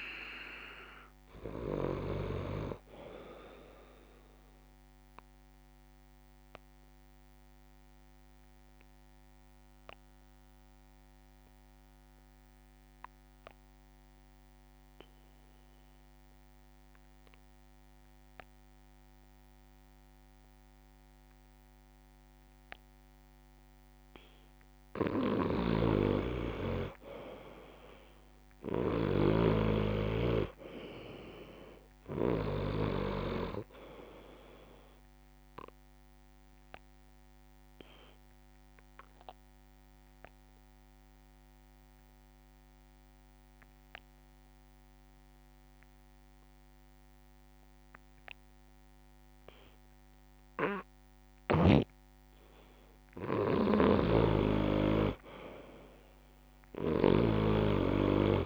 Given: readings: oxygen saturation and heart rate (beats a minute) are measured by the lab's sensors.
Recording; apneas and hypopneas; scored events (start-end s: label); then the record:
breathing in sleep by a microphone on the trachea; 2
0.00-14.50 s: oxygen desaturation (device-marked, oxygen 87% lowest)
5.50-24.00 s: obstructive apnea (oxygen 97% before, 87% lowest)
25.50-29.50 s: snoring (device-marked)
27.00-30.00 s: arousal
29.50-49.50 s: oxygen desaturation (device-marked, oxygen 97% before, 88% lowest)
36.50-52.00 s: obstructive apnea (oxygen 97% before, 87% lowest)
54.00-57.50 s: arousal
54.00-58.45 s: snoring (device-marked)
From the record:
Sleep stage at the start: N2 (light sleep); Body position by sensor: on the back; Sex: male